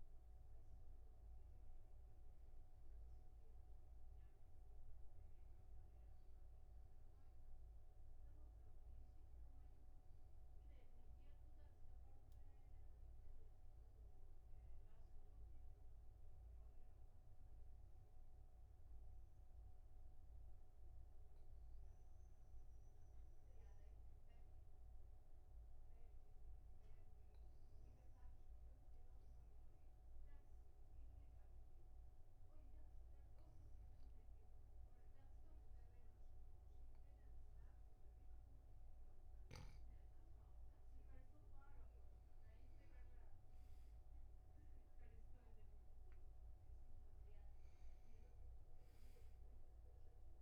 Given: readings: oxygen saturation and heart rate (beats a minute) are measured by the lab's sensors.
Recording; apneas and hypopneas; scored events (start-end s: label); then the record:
breathing in sleep, hard to hear, by a room microphone; 1
9.50-13.00 s: arousal
15.00-40.00 s: obstructive apnea (oxygen 98% before, 95% lowest, heart rate 53 before, 42 extreme, up 7 after)
42.50-46.00 s: arousal
43.50-50.41 s: oxygen desaturation (device-marked, oxygen 99% before, 96% lowest, heart rate 47 before, 46 extreme)
From the record:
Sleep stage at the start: N2 (light sleep); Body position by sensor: on the back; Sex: male